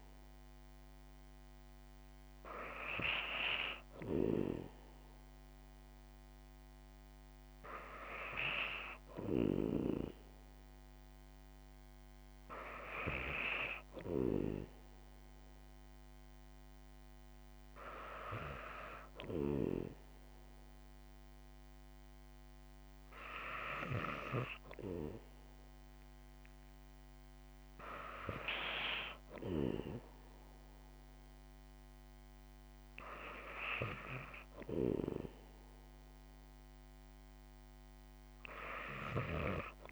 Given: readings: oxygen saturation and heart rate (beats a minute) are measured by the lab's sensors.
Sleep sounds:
breathing in sleep by a microphone on the trachea; none
none scored
From the record:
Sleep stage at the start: N2 (light sleep); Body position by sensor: on the back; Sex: female

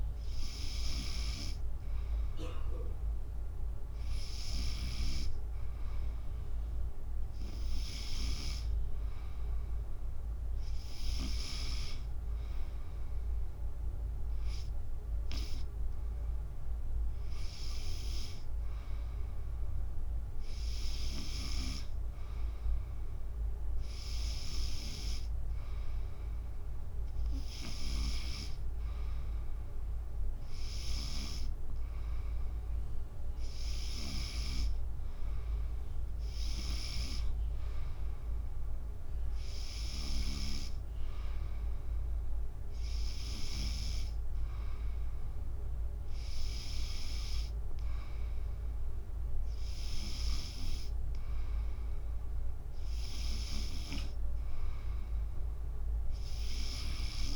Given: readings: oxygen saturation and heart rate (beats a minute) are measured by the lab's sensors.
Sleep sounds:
breathing in sleep by a room microphone; none
1.00-5.00 s: snoring (device-marked)
12.00-24.00 s: drop in pulse transit time (device-marked, heart rate 73 before, 72 extreme)
31.00-57.36 s: new sleep stage, N2 (light sleep)
From the record:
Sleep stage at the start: N3 (deep sleep); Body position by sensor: on the back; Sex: female

